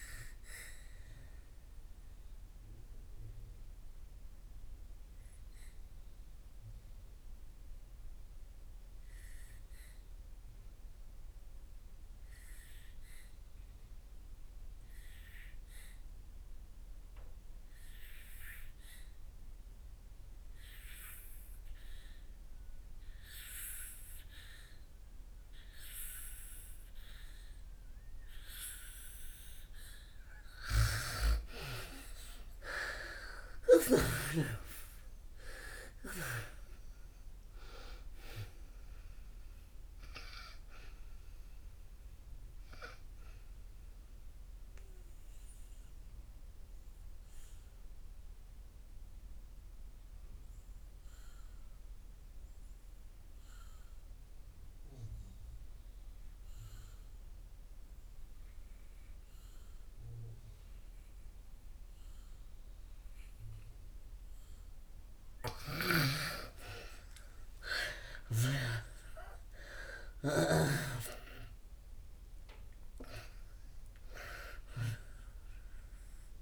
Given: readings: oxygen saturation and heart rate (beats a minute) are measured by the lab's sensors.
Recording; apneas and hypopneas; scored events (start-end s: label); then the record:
breathing in sleep by a room microphone; 2
0.00-13.00 s: oxygen desaturation (device-marked, oxygen 78% lowest, heart rate 56 extreme)
1.00-29.00 s: obstructive apnea (oxygen 98% before, 78% lowest, heart rate 71 before, 56 extreme, up 8 after)
19.00-59.00 s: oxygen desaturation (device-marked, oxygen 99% before, 78% lowest, heart rate 61 before, 59 extreme)
31.50-35.00 s: arousal
43.00-64.50 s: obstructive apnea (oxygen 99% before, 78% lowest, heart rate 66 before, 59 extreme, up 21 after)
66.00-76.42 s: oxygen desaturation (device-marked, oxygen 98% before, 81% lowest, heart rate 62 before, 60 extreme)
67.00-72.00 s: arousal
From the record:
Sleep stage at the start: N2 (light sleep); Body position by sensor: on the back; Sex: female